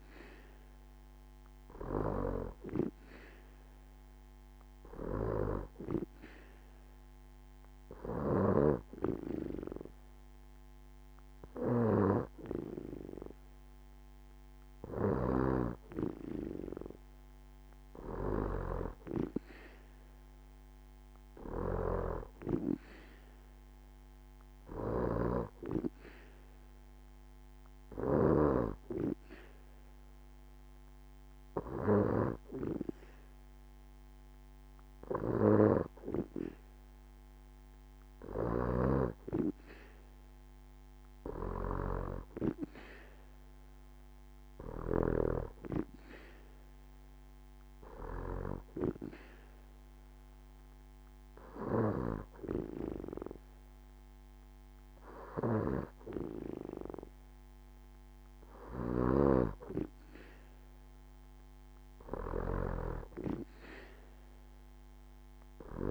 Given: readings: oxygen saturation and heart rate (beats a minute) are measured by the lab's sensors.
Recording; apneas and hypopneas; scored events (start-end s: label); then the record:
breathing in sleep by a microphone on the trachea; none
none scored
From the record:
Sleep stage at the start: N2 (light sleep); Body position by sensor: on the back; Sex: female